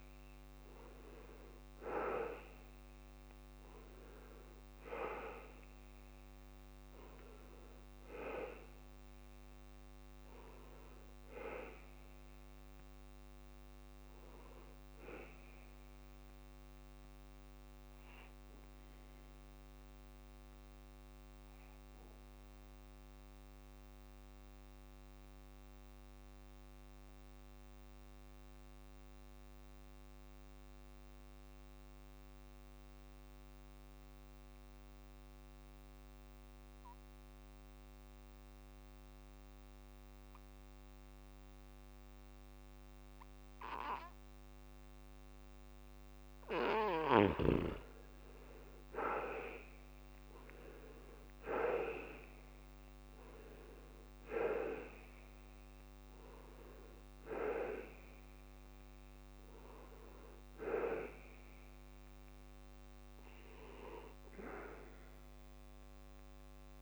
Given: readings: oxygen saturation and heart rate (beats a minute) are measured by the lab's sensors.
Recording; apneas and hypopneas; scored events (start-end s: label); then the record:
breathing in sleep by a microphone on the trachea; 1
0.00-2.50 s: arousal
0.00-23.00 s: oxygen desaturation (device-marked, oxygen 85% lowest, heart rate 66 extreme)
18.50-47.00 s: obstructive apnea (oxygen 97% before, 84% lowest, heart rate 69 before, 66 extreme, up 13 after)
41.00-66.82 s: oxygen desaturation (device-marked, oxygen 98% before, 84% lowest, heart rate 68 before, 65 extreme)
49.00-53.50 s: arousal
From the record:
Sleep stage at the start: N2 (light sleep); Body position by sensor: on the back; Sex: male